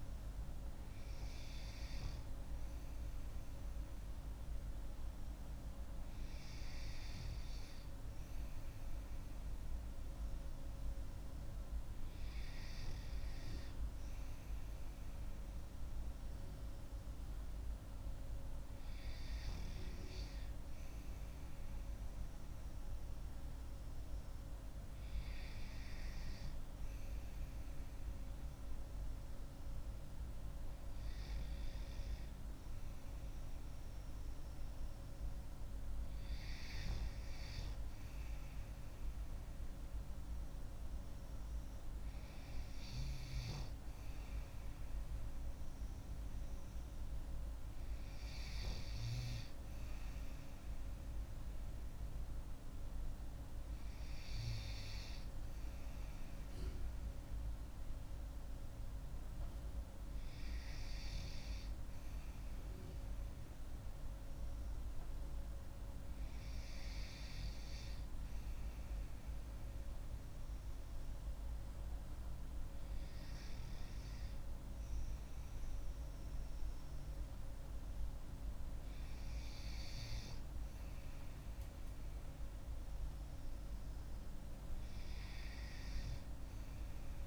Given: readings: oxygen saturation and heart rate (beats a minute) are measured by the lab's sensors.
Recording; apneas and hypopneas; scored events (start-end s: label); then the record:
breathing in sleep, hard to hear, by a room microphone; none
none scored
From the record:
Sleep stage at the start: N2 (light sleep); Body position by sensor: on the back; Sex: female